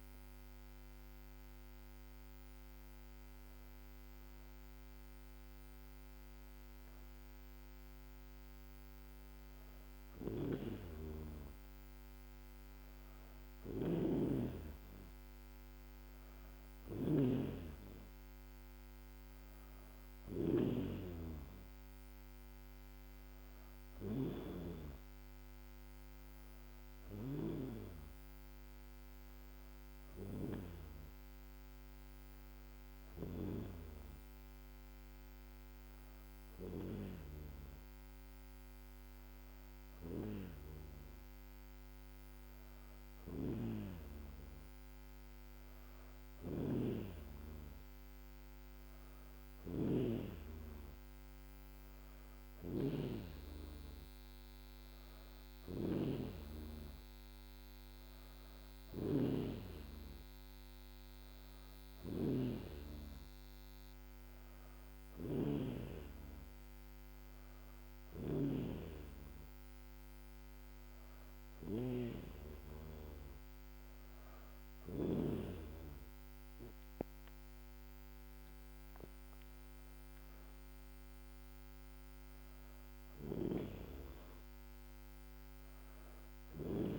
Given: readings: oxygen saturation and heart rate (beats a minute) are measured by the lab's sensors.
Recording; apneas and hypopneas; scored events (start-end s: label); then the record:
breathing in sleep by a microphone on the trachea; none
0.00-2.50 s: oxygen desaturation (device-marked, oxygen 94% lowest, heart rate 76 extreme)
13.00-20.50 s: snoring (device-marked)
46.00-75.00 s: snoring (device-marked)
From the record:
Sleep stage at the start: N2 (light sleep); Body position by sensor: on the back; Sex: female